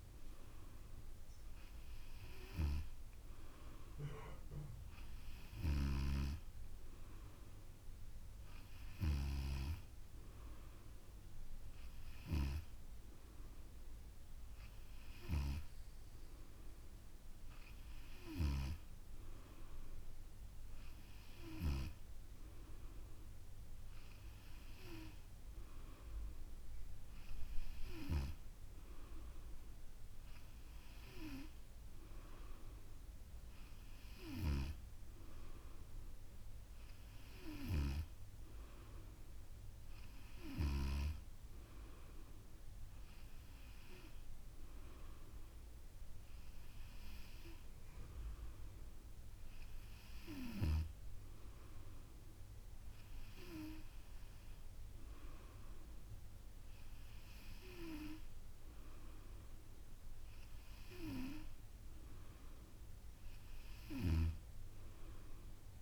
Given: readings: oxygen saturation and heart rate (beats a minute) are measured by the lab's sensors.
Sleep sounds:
breathing in sleep by a room microphone; none
none scored
From the record:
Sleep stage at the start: N2 (light sleep); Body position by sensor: on the back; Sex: female

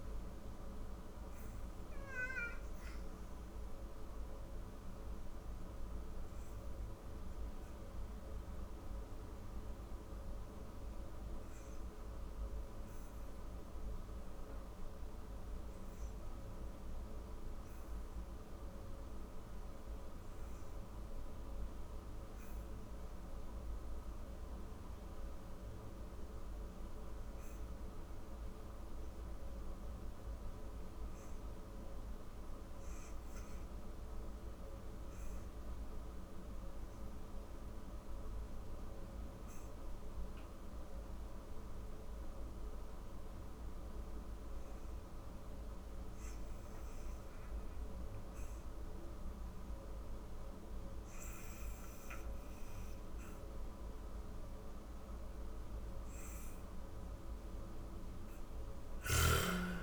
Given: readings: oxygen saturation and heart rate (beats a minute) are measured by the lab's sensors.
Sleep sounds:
breathing in sleep, hard to hear, by a room microphone; 1
0.00-16.50 s: oxygen desaturation (device-marked, oxygen 74% lowest, heart rate 39 extreme)
1.00-55.50 s: obstructive apnea (oxygen 95% before, 58% lowest, heart rate 61 before, 39 extreme, up 31 after)
23.50-59.83 s: oxygen desaturation (device-marked, oxygen 97% before, 58% lowest, heart rate 53 before, 39 extreme)
57.00-59.83 s: snoring (device-marked)
57.50-59.83 s: arousal
From the record:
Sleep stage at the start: REM sleep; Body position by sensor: on the back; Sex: female

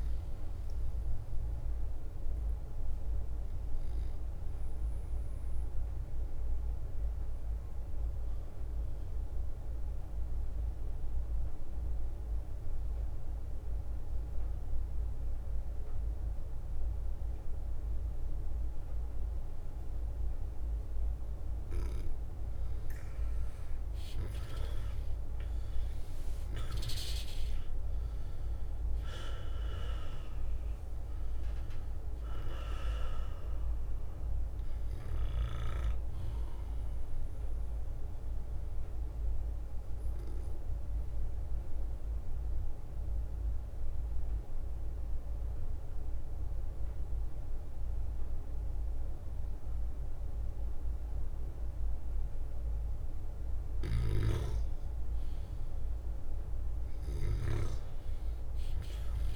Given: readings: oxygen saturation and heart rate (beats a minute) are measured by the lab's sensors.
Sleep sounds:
breathing in sleep by a room microphone; 2
0.00-1.50 s: leg movement (device-marked)
2.00-6.50 s: leg movement (device-marked)
5.00-21.00 s: bradycardia (device-marked, heart rate 59 before, 57 extreme)
5.00-25.00 s: drop in pulse transit time (device-marked, heart rate 66 before, 57 extreme)
5.50-20.00 s: obstructive apnea (oxygen 99% before, 93% lowest, heart rate 66 before, 56 extreme, up 6 after)
7.50-12.00 s: leg movement (device-marked)
13.00-17.00 s: leg movement (device-marked)
18.00-22.50 s: leg movement (device-marked)
22.50-24.00 s: leg movement (device-marked)
23.00-45.00 s: oxygen desaturation (device-marked, oxygen 99% before, 93% lowest, heart rate 59 before, 55 extreme)
23.50-27.00 s: arousal
25.00-32.00 s: leg movement (device-marked)
34.00-42.00 s: leg movement (device-marked)
34.00-56.00 s: bradycardia (device-marked, heart rate 59 before, 55 extreme)
39.00-52.50 s: obstructive apnea (oxygen 99% before, 93% lowest, heart rate 61 before, 55 extreme, up 6 after)
40.00-57.00 s: drop in pulse transit time (device-marked, heart rate 61 before, 55 extreme)
43.00-48.50 s: leg movement (device-marked)
55.50-59.00 s: arousal
From the record:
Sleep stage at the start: N2 (light sleep); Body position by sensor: on the back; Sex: male

